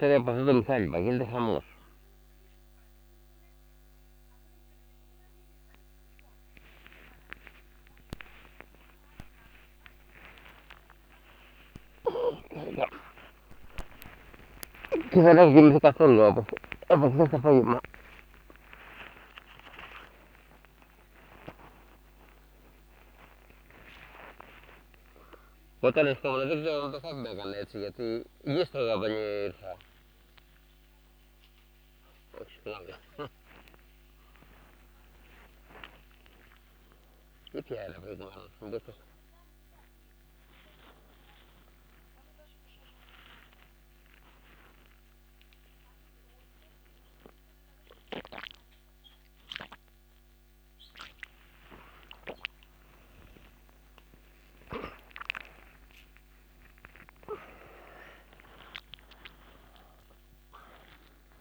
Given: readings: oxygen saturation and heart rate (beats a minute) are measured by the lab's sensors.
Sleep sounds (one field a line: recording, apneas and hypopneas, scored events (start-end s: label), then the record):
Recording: a person awake in a sleep study, by a microphone on the trachea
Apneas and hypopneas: none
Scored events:
none scored
From the record:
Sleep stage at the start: awake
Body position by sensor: upright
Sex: male